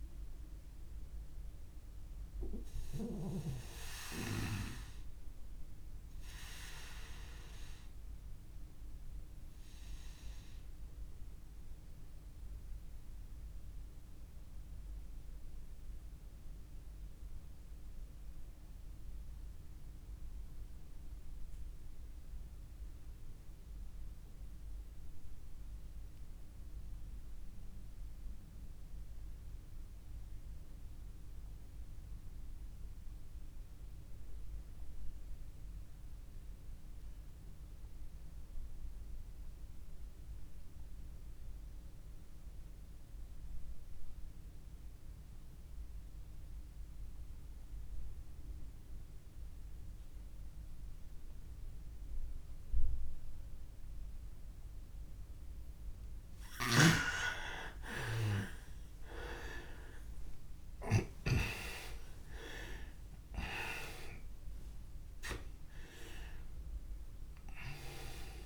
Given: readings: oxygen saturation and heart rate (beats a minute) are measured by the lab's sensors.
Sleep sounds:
breathing in sleep by a room microphone; 1
0.00-23.00 s: oxygen desaturation (device-marked, oxygen 83% lowest)
1.50-55.00 s: obstructive apnea (oxygen 97% before, 82% lowest)
40.00-68.46 s: oxygen desaturation (device-marked, oxygen 99% before, 82% lowest)
58.50-63.50 s: arousal
From the record:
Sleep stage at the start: N2 (light sleep); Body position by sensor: on the back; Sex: male

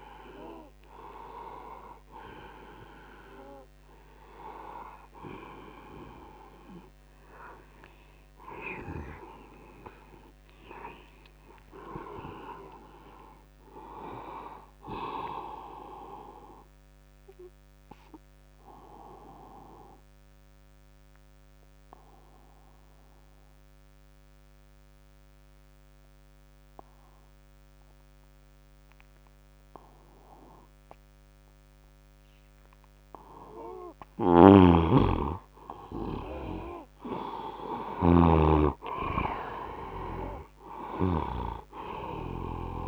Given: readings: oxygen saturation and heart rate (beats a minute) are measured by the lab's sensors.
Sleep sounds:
breathing in sleep by a microphone on the trachea; 1
6.50-11.00 s: arousal
18.50-33.50 s: obstructive apnea (oxygen 97% before, 92% lowest, heart rate 82 before, 73 extreme, up 9 after)
34.00-42.88 s: snoring (device-marked)
35.50-38.50 s: arousal
37.00-42.88 s: oxygen desaturation (device-marked, oxygen 98% before, 92% lowest, heart rate 79 before, 69 extreme)
From the record:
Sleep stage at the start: N2 (light sleep); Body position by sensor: on the right side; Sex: male

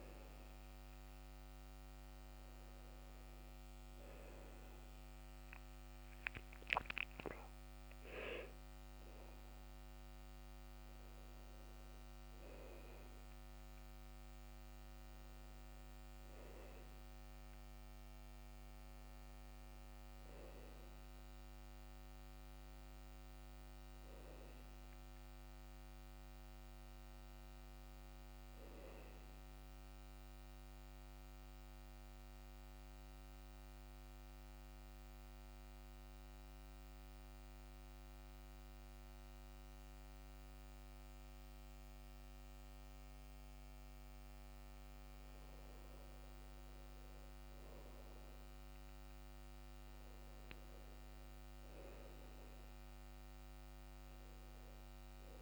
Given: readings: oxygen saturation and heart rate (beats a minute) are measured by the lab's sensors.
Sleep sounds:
breathing in sleep, hard to hear, by a microphone on the trachea; 1
0.00-27.50 s: oxygen desaturation (device-marked, oxygen 87% lowest, heart rate 61 extreme)
23.50-55.42 s: new sleep stage, N2 (light sleep)
24.00-28.50 s: arousal
31.50-46.50 s: central apnea (oxygen 98% before, 89% lowest, heart rate 67 before, 61 extreme, up 11 after)
48.00-51.00 s: arousal
49.50-55.42 s: oxygen desaturation (device-marked, oxygen 97% before, 93% lowest, heart rate 63 before, 62 extreme)
From the record:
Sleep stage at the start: N1 (lightest sleep); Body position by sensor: on the back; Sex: male

